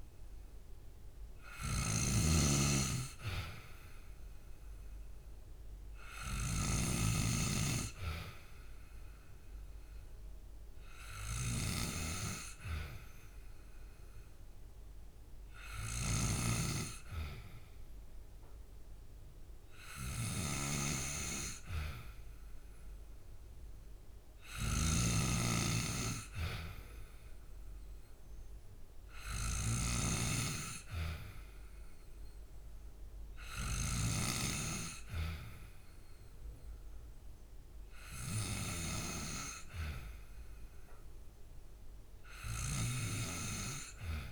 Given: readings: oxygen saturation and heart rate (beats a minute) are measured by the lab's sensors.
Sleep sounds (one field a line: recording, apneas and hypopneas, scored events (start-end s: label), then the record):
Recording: breathing in sleep by a room microphone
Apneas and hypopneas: none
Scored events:
0.00-6.50 s: snoring (device-marked)
15.50-25.00 s: snoring (device-marked)
From the record:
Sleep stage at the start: N2 (light sleep)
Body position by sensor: on the back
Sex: male